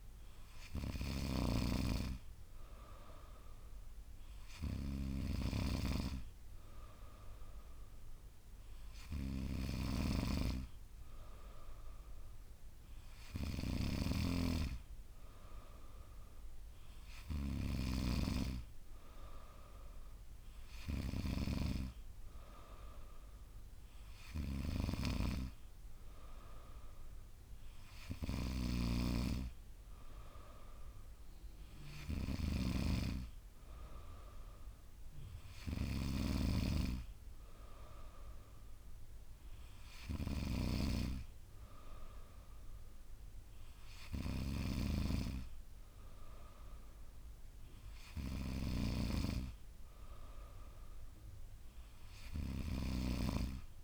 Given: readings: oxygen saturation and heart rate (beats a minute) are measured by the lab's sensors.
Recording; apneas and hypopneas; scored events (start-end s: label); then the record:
breathing in sleep by a room microphone; none
13.50-18.00 s: snoring (device-marked)
28.50-32.50 s: snoring (device-marked)
From the record:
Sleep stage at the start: N3 (deep sleep); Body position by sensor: on the back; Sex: female